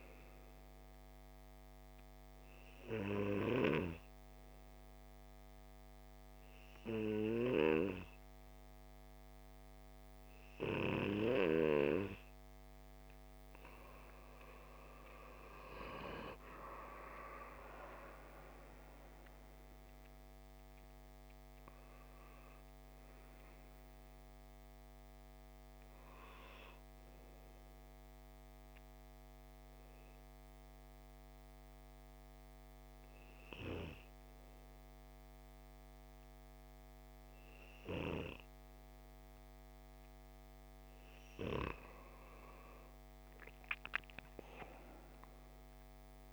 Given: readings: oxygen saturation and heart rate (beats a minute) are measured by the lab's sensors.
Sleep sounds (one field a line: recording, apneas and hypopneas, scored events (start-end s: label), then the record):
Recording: breathing in sleep by a microphone on the trachea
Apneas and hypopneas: 2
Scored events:
2.50-15.00 s: obstructive apnea (oxygen 97% before, 94% lowest)
16.50-20.50 s: arousal
27.50-41.00 s: hypopnea (oxygen 97% before, 94% lowest)
42.50-46.33 s: arousal
From the record:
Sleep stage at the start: N2 (light sleep)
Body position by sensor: on the left side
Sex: male